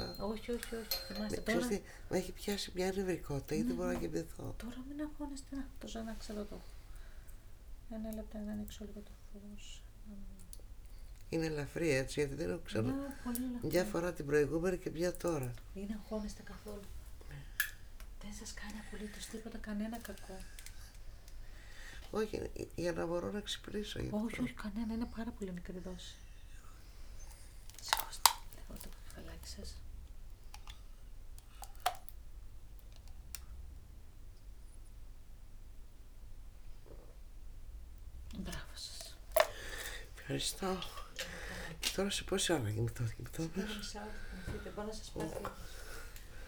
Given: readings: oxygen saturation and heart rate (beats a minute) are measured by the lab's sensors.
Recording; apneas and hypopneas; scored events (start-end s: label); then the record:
a person awake in a sleep study, by a room microphone; none
0.00-2.50 s: snoring (device-marked)
42.50-46.48 s: snoring (device-marked)
From the record:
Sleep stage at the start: awake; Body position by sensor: on the back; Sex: female